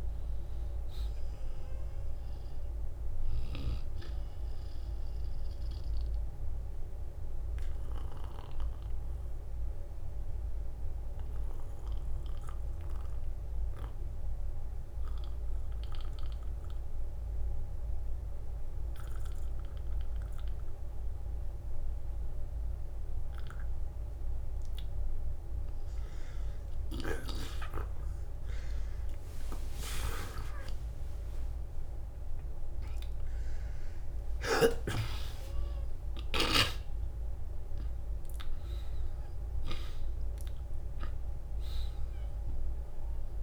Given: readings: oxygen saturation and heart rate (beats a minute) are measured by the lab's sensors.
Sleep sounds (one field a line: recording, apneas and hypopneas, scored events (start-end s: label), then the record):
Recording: breathing in sleep by a room microphone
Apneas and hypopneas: 1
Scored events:
0.00-27.50 s: oxygen desaturation (device-marked, oxygen 81% lowest, heart rate 49 extreme)
5.50-24.00 s: obstructive apnea (oxygen 97% before, 81% lowest, heart rate 65 before, 49 extreme, up 10 after)
28.00-34.00 s: arousal
41.00-43.00 s: long interval between heartbeats (device-marked, heart rate 57 before, 59 extreme)
From the record:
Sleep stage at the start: N2 (light sleep)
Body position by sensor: on the back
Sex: male